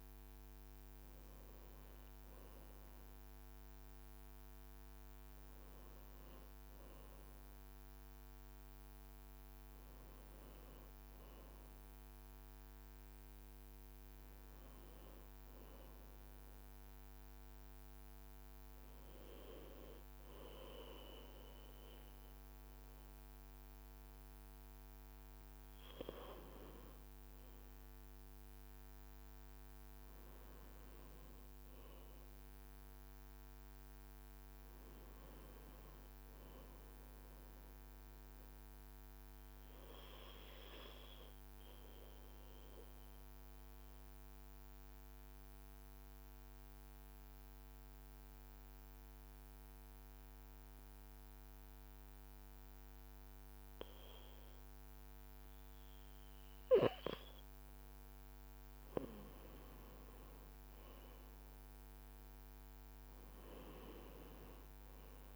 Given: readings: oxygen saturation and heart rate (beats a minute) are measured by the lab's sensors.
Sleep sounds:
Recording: breathing in sleep by a microphone on the trachea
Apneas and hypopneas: 1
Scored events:
12.50-65.36 s: new sleep stage, N2 (light sleep)
29.00-33.50 s: arousal
38.50-58.00 s: obstructive apnea (oxygen 97% before, 94% lowest, heart rate 55 before, 51 extreme, up 5 after)
60.00-64.50 s: arousal
From the record:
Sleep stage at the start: N1 (lightest sleep)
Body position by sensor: on the back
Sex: male

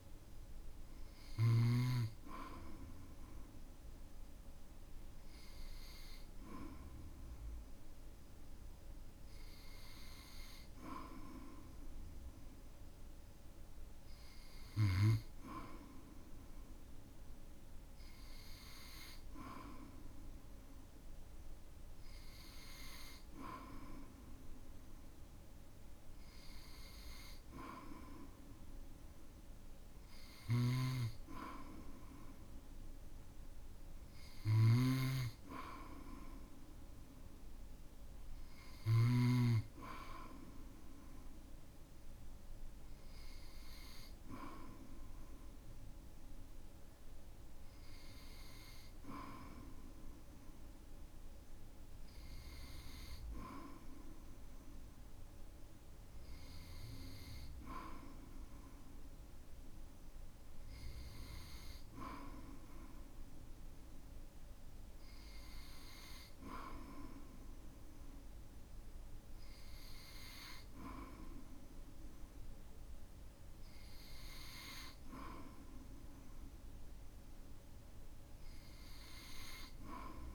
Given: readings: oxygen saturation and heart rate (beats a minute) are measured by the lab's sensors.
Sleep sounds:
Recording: breathing in sleep by a room microphone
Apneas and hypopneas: none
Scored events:
30.50-39.00 s: snoring (device-marked)
From the record:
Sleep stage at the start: N2 (light sleep)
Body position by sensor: on the back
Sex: male

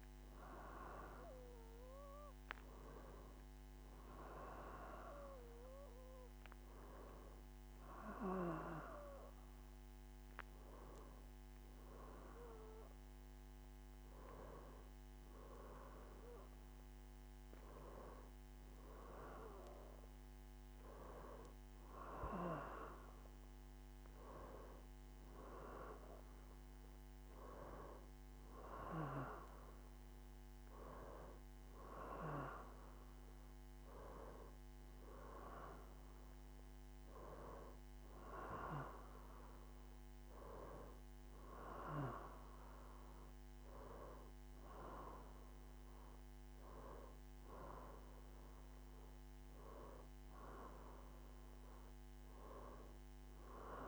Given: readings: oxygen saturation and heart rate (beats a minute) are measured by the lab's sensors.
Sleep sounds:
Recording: a person partly awake in a sleep study, by a microphone on the trachea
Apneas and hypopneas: none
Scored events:
0.00-15.50 s: oxygen desaturation (device-marked, oxygen 90% lowest, heart rate 73 extreme)
11.50-53.88 s: new sleep stage, N1 (lightest sleep)
From the record:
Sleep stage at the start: awake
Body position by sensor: on the right side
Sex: female

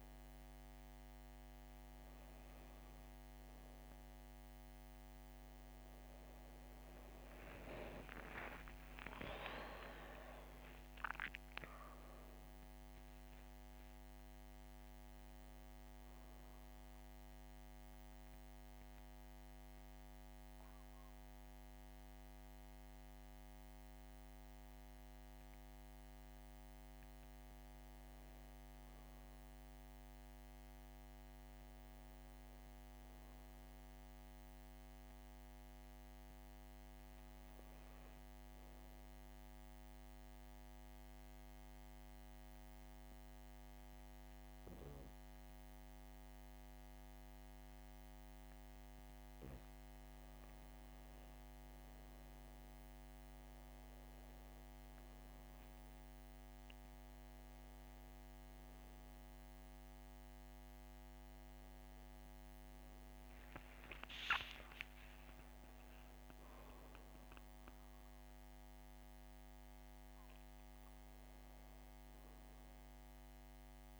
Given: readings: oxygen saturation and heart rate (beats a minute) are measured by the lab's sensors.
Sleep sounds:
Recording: breathing in sleep by a microphone on the trachea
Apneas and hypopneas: 1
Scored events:
7.50-67.50 s: new sleep stage, N1 (lightest sleep)
9.50-13.00 s: arousal
16.50-26.50 s: hypopnea (oxygen 97% before, 92% lowest, heart rate 72 before, 62 extreme)
29.50-33.00 s: arousal
55.50-74.00 s: oxygen desaturation (device-marked, oxygen 98% before, 95% lowest, heart rate 64 before, 63 extreme)
63.00-67.50 s: arousal
67.50-74.00 s: new sleep stage, N2 (light sleep)
From the record:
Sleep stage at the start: N2 (light sleep)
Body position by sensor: on the back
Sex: female

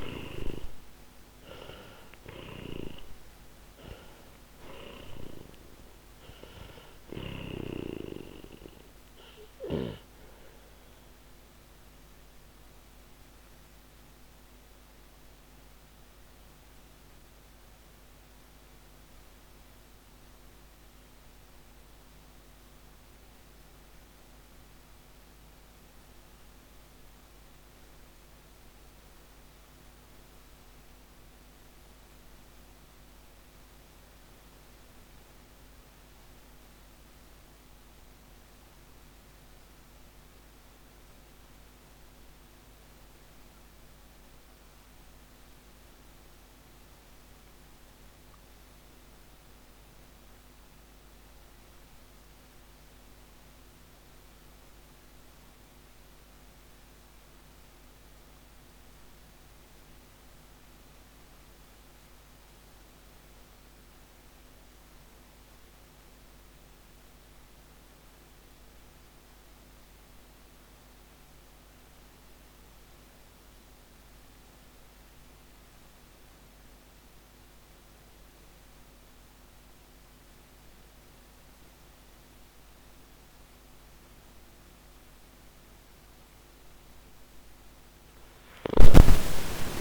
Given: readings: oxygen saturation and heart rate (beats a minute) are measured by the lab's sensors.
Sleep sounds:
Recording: breathing in sleep by a microphone on the trachea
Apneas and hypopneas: 1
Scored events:
0.00-45.50 s: oxygen desaturation (device-marked, oxygen 76% lowest)
11.50-85.50 s: mixed apnea (oxygen 98% before, 76% lowest)
73.50-89.81 s: oxygen desaturation (device-marked, oxygen 98% before, 76% lowest)
88.00-89.81 s: arousal
88.00-89.81 s: snoring (device-marked)
From the record:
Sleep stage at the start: N2 (light sleep)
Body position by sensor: on the back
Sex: male

